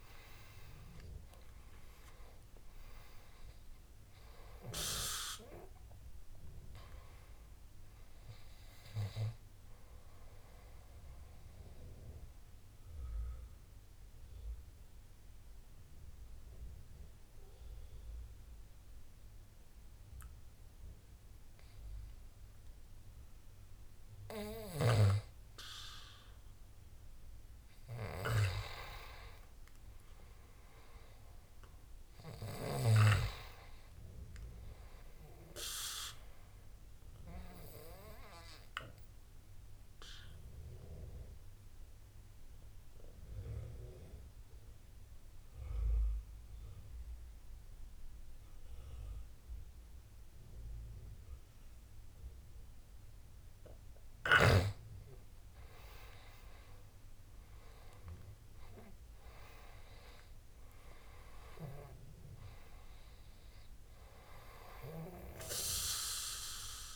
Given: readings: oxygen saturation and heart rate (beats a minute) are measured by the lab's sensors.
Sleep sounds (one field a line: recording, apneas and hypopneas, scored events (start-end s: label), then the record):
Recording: breathing in sleep by a room microphone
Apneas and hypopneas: 2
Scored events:
0.00-2.50 s: arousal
0.00-26.00 s: oxygen desaturation (device-marked, oxygen 97% before, 86% lowest, heart rate 72 before, 69 extreme)
11.50-24.50 s: obstructive apnea (oxygen 97% before, 86% lowest, heart rate 76 before, 69 extreme, up 8 after)
29.50-33.00 s: arousal
38.00-53.00 s: obstructive apnea (oxygen 98% before, 88% lowest, heart rate 75 before, 69 extreme, up 8 after)
44.00-54.00 s: oxygen desaturation (device-marked, oxygen 95% before, 90% lowest, heart rate 76 before, 70 extreme)
56.00-66.96 s: oxygen desaturation (device-marked, oxygen 97% before, 88% lowest, heart rate 73 before, 70 extreme)
56.50-60.50 s: arousal
From the record:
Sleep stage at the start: N2 (light sleep)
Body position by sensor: on the back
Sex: male